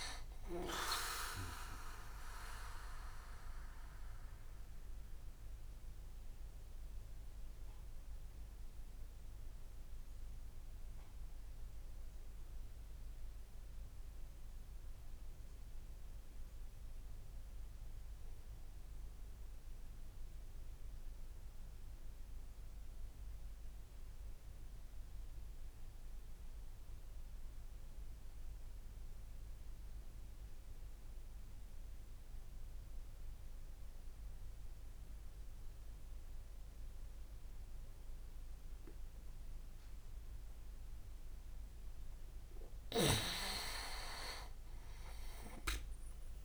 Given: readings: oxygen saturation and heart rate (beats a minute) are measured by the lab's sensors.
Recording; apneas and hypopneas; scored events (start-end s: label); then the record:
breathing in sleep by a room microphone; 1
0.00-6.00 s: oxygen desaturation (device-marked, oxygen 86% lowest, heart rate 26 extreme)
3.00-40.00 s: obstructive apnea (oxygen 95% before, 85% lowest)
43.00-46.45 s: oxygen desaturation (device-marked, oxygen 99% before, 94% lowest, heart rate 41 before, 39 extreme)
From the record:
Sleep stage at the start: REM sleep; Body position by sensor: on the back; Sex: male